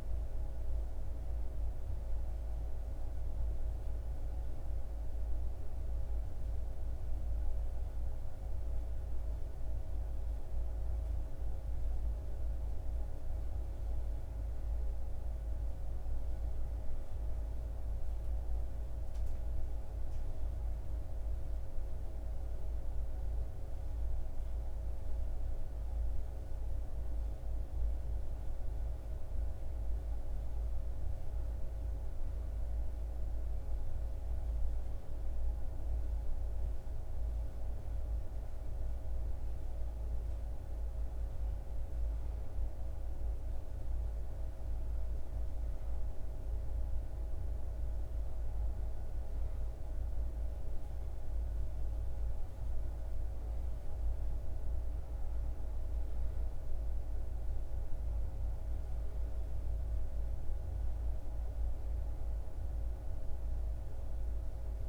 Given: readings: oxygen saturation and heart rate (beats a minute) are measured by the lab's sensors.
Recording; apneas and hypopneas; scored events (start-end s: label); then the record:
breathing in sleep, hard to hear, by a room microphone; none
none scored
From the record:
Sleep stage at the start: N2 (light sleep); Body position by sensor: on the back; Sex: male